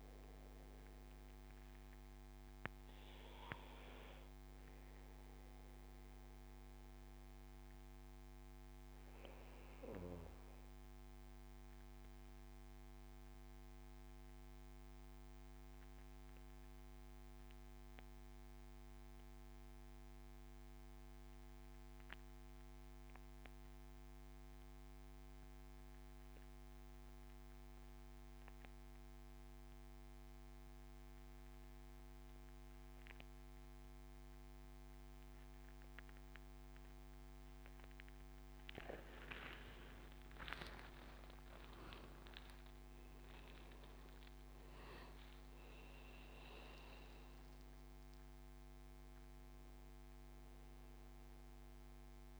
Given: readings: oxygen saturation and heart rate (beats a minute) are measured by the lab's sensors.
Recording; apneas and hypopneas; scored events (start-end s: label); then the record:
breathing in sleep by a microphone on the trachea; 1
0.00-8.50 s: oxygen desaturation (device-marked, oxygen 91% lowest, heart rate 68 extreme)
5.50-36.00 s: obstructive apnea (oxygen 99% before, 90% lowest, heart rate 76 before, 67 extreme, up 15 after)
32.50-52.40 s: oxygen desaturation (device-marked, oxygen 98% before, 90% lowest, heart rate 74 before, 67 extreme)
37.00-39.00 s: long interval between heartbeats (device-marked, heart rate 74 before, 77 extreme)
40.00-44.50 s: arousal
From the record:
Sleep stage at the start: N2 (light sleep); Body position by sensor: on the back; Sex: male